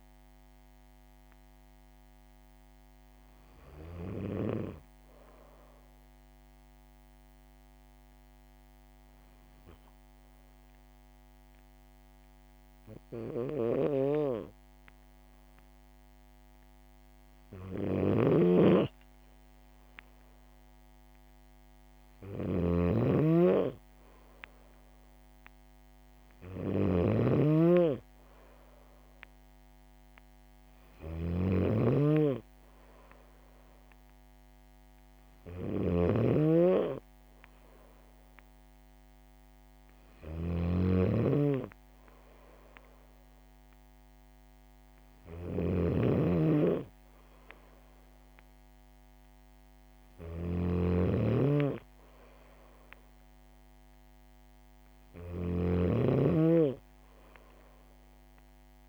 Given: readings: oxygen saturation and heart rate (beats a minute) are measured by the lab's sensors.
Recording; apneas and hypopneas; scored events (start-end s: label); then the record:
breathing in sleep by a microphone on the trachea; 1
5.00-17.50 s: hypopnea (oxygen 96% before, 96% lowest, heart rate 71 before, 63 extreme, up 5 after)
17.50-58.89 s: snoring (device-marked)
20.50-24.00 s: arousal
From the record:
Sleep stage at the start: N2 (light sleep); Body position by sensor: on the back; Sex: female